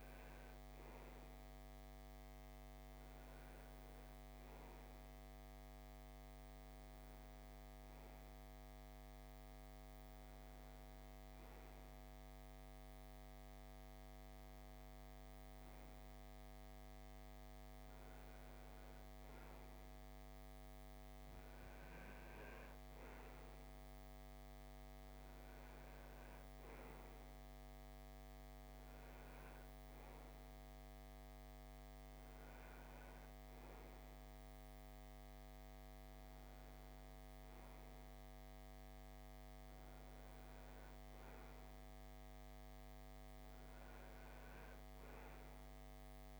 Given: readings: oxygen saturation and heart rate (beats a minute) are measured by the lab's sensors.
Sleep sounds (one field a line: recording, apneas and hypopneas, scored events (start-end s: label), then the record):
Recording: breathing in sleep, hard to hear, by a microphone on the trachea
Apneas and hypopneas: none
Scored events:
none scored
From the record:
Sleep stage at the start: N2 (light sleep)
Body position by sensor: on the right side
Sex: male